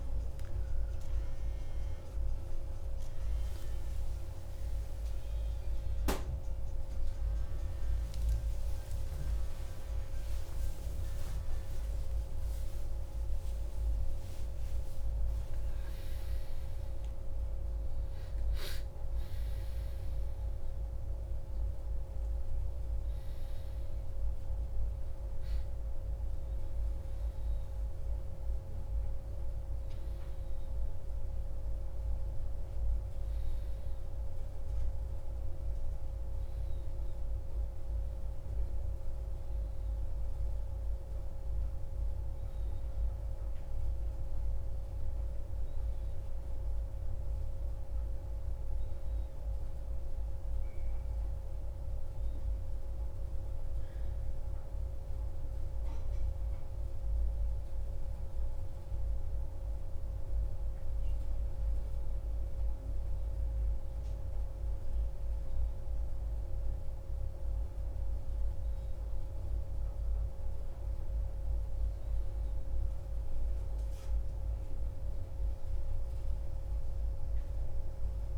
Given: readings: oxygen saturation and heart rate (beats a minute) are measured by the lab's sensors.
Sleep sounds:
a person partly awake in a sleep study, hard to hear, by a room microphone; none
24.00-78.38 s: new sleep stage, N1 (lightest sleep)
75.00-78.38 s: arousal
From the record:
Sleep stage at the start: awake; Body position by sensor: on the back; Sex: male

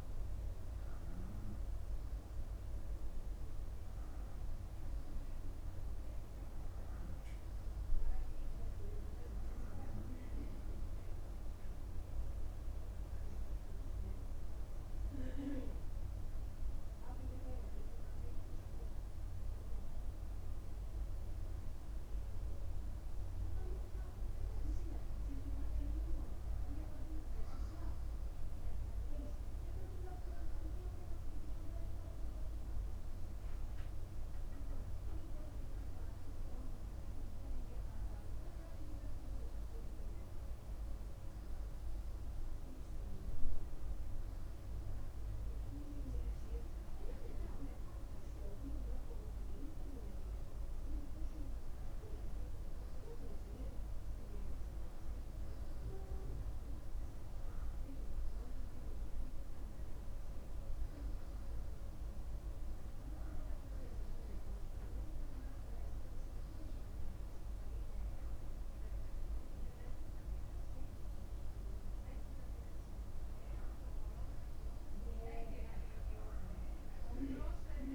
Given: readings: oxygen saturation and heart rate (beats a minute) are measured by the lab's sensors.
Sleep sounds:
breathing in sleep by a room microphone; none
none scored
From the record:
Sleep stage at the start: N2 (light sleep); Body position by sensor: on the right side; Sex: male

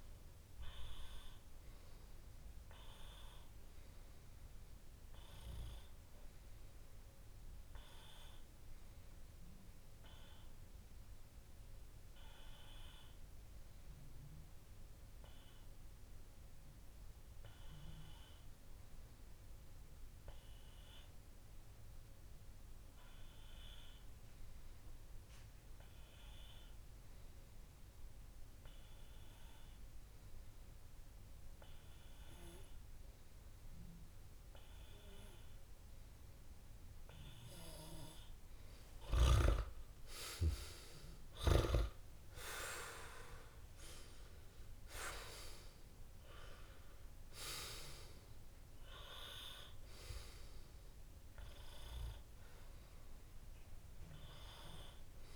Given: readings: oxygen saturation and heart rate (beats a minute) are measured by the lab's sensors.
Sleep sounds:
breathing in sleep by a room microphone; 1
8.50-37.00 s: obstructive apnea (oxygen 98% before, 96% lowest)
26.00-28.00 s: long interval between heartbeats (device-marked)
39.00-42.00 s: arousal
52.00-54.00 s: long interval between heartbeats (device-marked)
From the record:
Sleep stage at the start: N2 (light sleep); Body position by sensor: on the back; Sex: male

